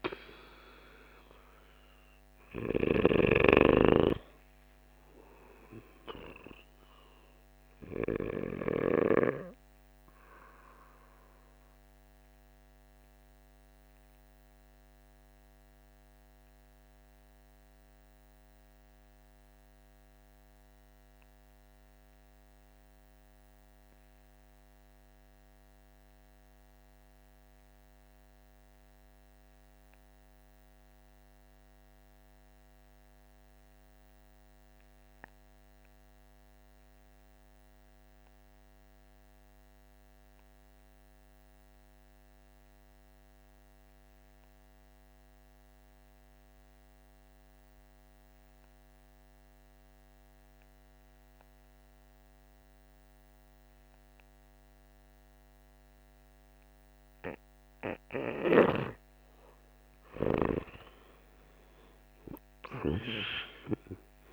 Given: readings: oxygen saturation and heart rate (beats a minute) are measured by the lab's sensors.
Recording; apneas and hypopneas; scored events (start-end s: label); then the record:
breathing in sleep by a microphone on the trachea; 1
0.00-22.00 s: oxygen desaturation (device-marked, oxygen 81% lowest, heart rate 49 extreme)
12.00-56.00 s: mixed apnea (oxygen 96% before, 71% lowest, heart rate 57 before, 49 extreme, up 18 after)
36.00-64.32 s: oxygen desaturation (device-marked, oxygen 99% before, 71% lowest, heart rate 50 before, 48 extreme)
60.50-64.32 s: arousal
From the record:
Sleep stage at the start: REM sleep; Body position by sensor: on the back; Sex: male